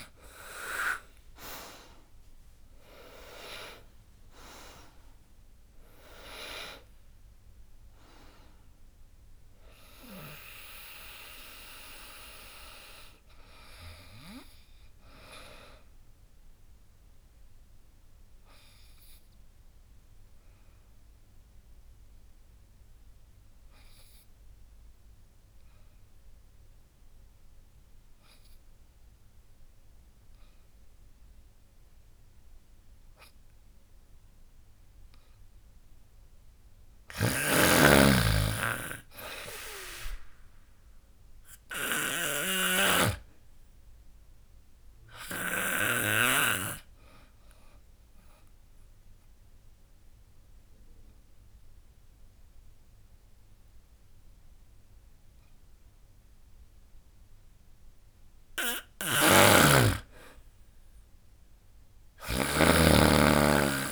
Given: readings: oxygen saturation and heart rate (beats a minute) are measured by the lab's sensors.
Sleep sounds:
breathing in sleep by a room microphone; 2
0.00-1.50 s: arousal
0.00-13.00 s: drop in pulse transit time (device-marked, heart rate 75 before, 78 extreme)
16.00-33.00 s: obstructive apnea (oxygen 98% before, 93% lowest, heart rate 84 before, 67 extreme, up 9 after)
35.00-38.00 s: arousal
36.50-45.50 s: snoring (device-marked)
39.00-49.00 s: drop in pulse transit time (device-marked, heart rate 71 before, 78 extreme)
40.00-58.00 s: oxygen desaturation (device-marked, oxygen 99% before, 93% lowest, heart rate 71 before, 74 extreme)
42.00-56.50 s: obstructive apnea (oxygen 100% before, 93% lowest, heart rate 72 before, 74 extreme, up 9 after)
58.50-63.92 s: snoring (device-marked)
59.00-62.50 s: arousal
60.00-63.92 s: drop in pulse transit time (device-marked, heart rate 80 before, 79 extreme)
From the record:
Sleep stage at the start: N2 (light sleep); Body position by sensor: on the back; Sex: female

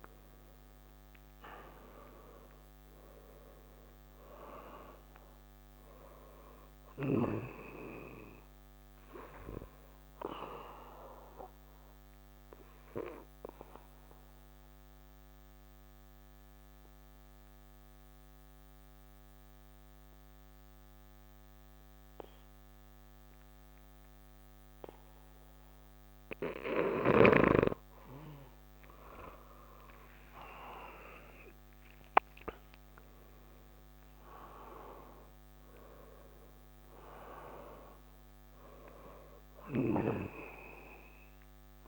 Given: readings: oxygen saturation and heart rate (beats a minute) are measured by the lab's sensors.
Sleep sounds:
breathing in sleep by a microphone on the trachea; 1
0.00-21.50 s: oxygen desaturation (device-marked, oxygen 87% lowest, heart rate 63 extreme)
10.50-28.00 s: obstructive apnea (oxygen 96% before, 84% lowest, heart rate 68 before, 63 extreme, up 5 after)
29.50-34.50 s: arousal
32.50-41.88 s: oxygen desaturation (device-marked, oxygen 96% before, 87% lowest, heart rate 67 before, 64 extreme)
From the record:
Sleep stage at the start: N2 (light sleep); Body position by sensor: on the back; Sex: male

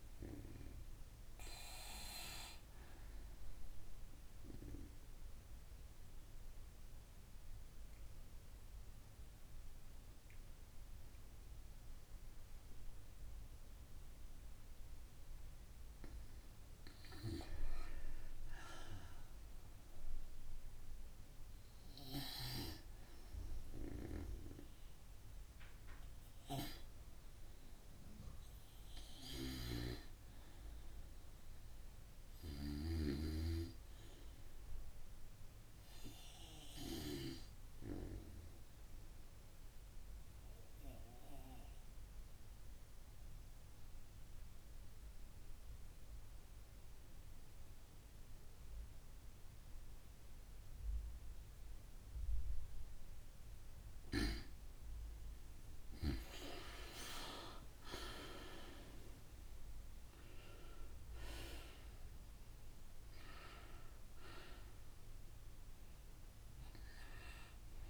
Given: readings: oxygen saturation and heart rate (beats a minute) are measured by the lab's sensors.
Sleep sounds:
breathing in sleep by a room microphone; 2
0.00-11.00 s: oxygen desaturation (device-marked, oxygen 89% lowest, heart rate 54 extreme)
4.00-15.50 s: obstructive apnea (oxygen 93% before, 90% lowest, heart rate 57 before, 29 extreme, up 0 after)
19.00-22.50 s: arousal
21.00-42.00 s: oxygen desaturation (device-marked, oxygen 95% before, 90% lowest, heart rate 57 before, 29 extreme)
39.50-52.50 s: obstructive apnea (oxygen 95% before, 90% lowest, heart rate 56 before, 51 extreme, up 37 after)
55.50-61.50 s: arousal
From the record:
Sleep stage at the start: N2 (light sleep); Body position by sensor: on the back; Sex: female

